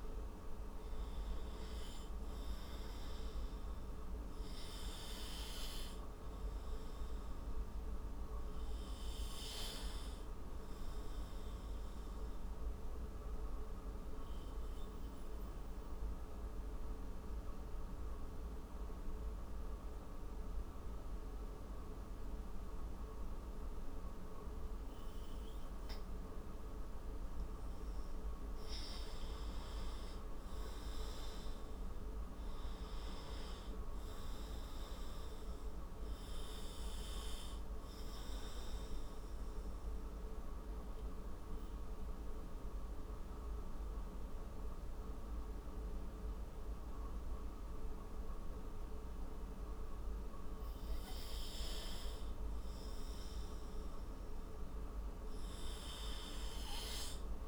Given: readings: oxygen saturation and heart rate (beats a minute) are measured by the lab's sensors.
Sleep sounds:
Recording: breathing in sleep, hard to hear, by a room microphone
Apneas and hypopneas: 2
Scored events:
0.00-2.00 s: arousal
6.50-20.50 s: oxygen desaturation (device-marked, oxygen 96% before, 90% lowest)
16.50-28.00 s: central apnea (oxygen 97% before, 89% lowest)
30.50-34.50 s: arousal
30.50-54.50 s: oxygen desaturation (device-marked, oxygen 97% before, 89% lowest)
42.00-53.00 s: mixed apnea (oxygen 97% before, 89% lowest)
From the record:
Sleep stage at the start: N2 (light sleep)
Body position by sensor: on the right side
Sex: male

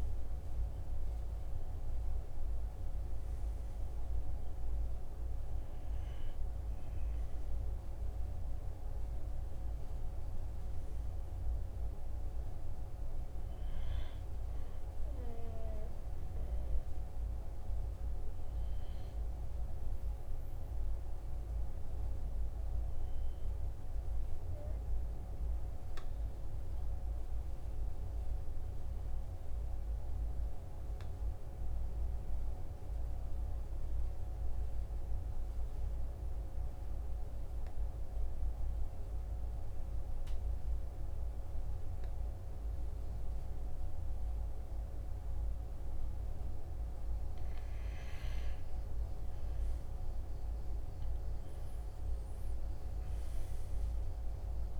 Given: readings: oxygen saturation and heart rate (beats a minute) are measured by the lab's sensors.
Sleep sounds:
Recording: breathing in sleep, hard to hear, by a room microphone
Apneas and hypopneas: 1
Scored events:
0.00-1.50 s: arousal
23.50-46.50 s: obstructive apnea (oxygen 97% before, 92% lowest, heart rate 45 before, 43 extreme, up 6 after)
50.00-54.00 s: arousal
From the record:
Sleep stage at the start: N2 (light sleep)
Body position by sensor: on the right side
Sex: male

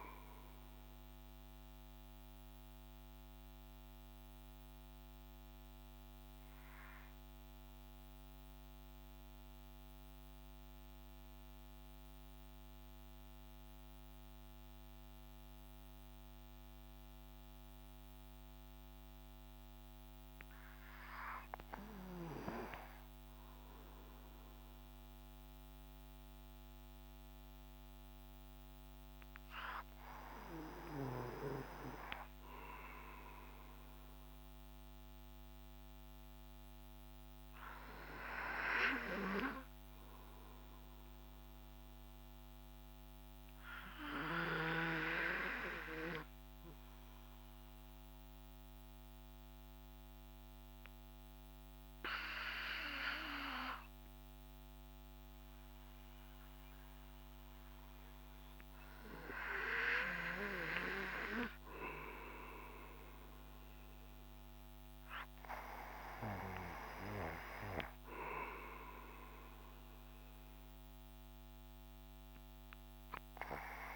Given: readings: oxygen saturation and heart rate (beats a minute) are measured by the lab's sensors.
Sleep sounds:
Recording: breathing in sleep by a microphone on the trachea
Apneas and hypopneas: 2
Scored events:
0.00-11.00 s: oxygen desaturation (device-marked, oxygen 89% lowest)
1.00-21.50 s: central apnea (oxygen 96% before, 89% lowest)
24.50-29.50 s: arousal
34.00-50.00 s: oxygen desaturation (device-marked, oxygen 98% before, 95% lowest)
41.50-60.00 s: obstructive apnea (oxygen 99% before, 87% lowest)
62.00-66.50 s: arousal
67.00-73.95 s: new sleep stage, REM sleep
From the record:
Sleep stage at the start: N2 (light sleep)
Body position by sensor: on the back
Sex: male

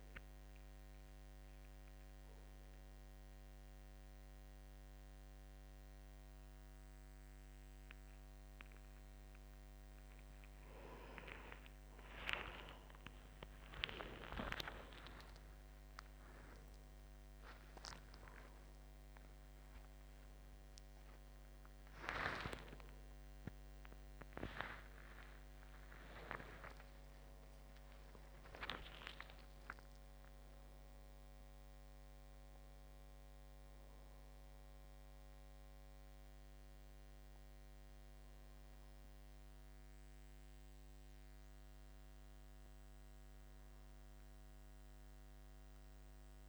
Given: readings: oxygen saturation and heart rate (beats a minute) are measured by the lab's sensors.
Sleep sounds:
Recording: a person partly awake in a sleep study, by a microphone on the trachea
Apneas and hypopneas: none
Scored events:
16.00-28.00 s: oxygen desaturation (device-marked, oxygen 99% before, 96% lowest, heart rate 73 before, 72 extreme)
18.00-46.49 s: new sleep stage, N2 (light sleep)
From the record:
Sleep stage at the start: awake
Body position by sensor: on the back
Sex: male

